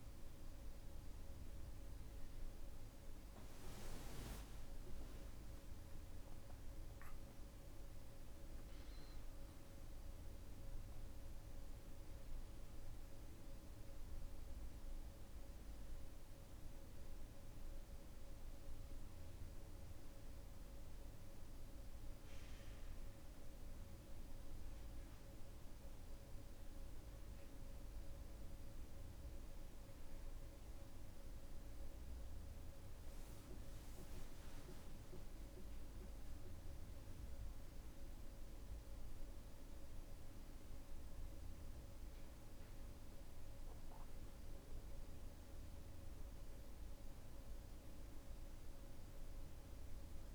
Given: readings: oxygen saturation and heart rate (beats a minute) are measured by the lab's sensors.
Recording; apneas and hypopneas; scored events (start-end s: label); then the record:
breathing in sleep, hard to hear, by a room microphone; none
none scored
From the record:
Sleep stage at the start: N1 (lightest sleep); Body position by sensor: on the back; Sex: male